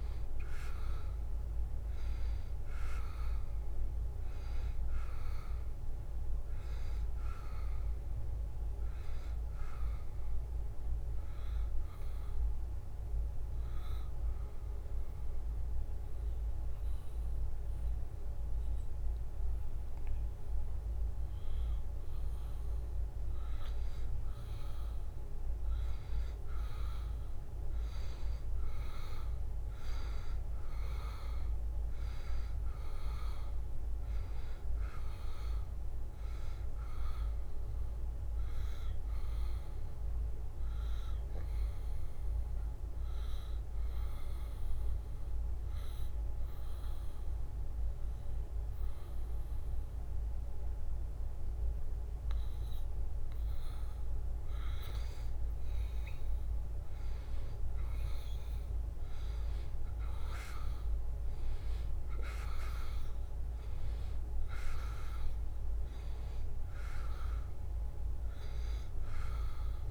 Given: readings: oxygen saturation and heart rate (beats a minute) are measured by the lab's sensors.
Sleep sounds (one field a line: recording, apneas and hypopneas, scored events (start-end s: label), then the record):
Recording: breathing in sleep, hard to hear, by a room microphone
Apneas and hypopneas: 2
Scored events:
0.50-17.50 s: oxygen desaturation (device-marked, oxygen 95% before, 90% lowest, heart rate 73 before, 73 extreme)
9.00-24.00 s: obstructive apnea (oxygen 95% before, 90% lowest, heart rate 73 before, 73 extreme, up 1 after)
27.50-31.00 s: arousal
32.50-46.50 s: oxygen desaturation (device-marked, oxygen 95% before, 91% lowest, heart rate 74 before, 72 extreme)
40.50-55.00 s: obstructive apnea (oxygen 95% before, 90% lowest, heart rate 74 before, 72 extreme, up 2 after)
58.50-61.50 s: arousal
62.50-69.91 s: oxygen desaturation (device-marked, oxygen 94% before, 90% lowest, heart rate 73 before, 73 extreme)
From the record:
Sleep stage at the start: N2 (light sleep)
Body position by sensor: on the back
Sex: male